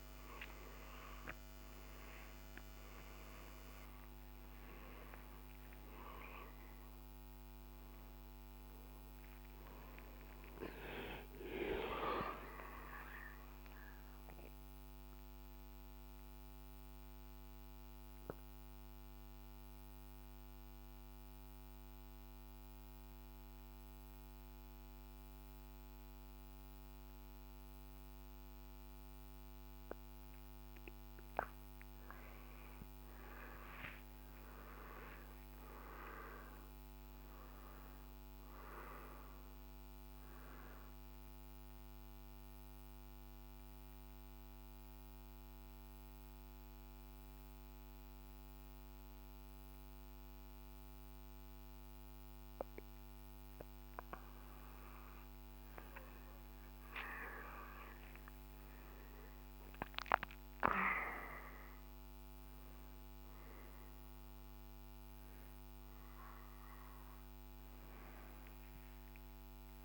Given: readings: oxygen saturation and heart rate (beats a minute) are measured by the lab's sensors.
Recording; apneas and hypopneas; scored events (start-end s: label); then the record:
breathing in sleep by a microphone on the trachea; 2
0.00-1.50 s: arousal
10.50-13.50 s: arousal
14.50-30.50 s: central apnea (oxygen 97% before, 92% lowest, heart rate 72 before, 58 extreme, up 10 after)
32.00-36.50 s: arousal
35.50-50.50 s: oxygen desaturation (device-marked, oxygen 98% before, 92% lowest, heart rate 74 before, 57 extreme)
41.50-55.00 s: mixed apnea (oxygen 98% before, 91% lowest, heart rate 74 before, 57 extreme, up 29 after)
56.50-60.50 s: arousal
From the record:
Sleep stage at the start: N2 (light sleep); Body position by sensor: on the right side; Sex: male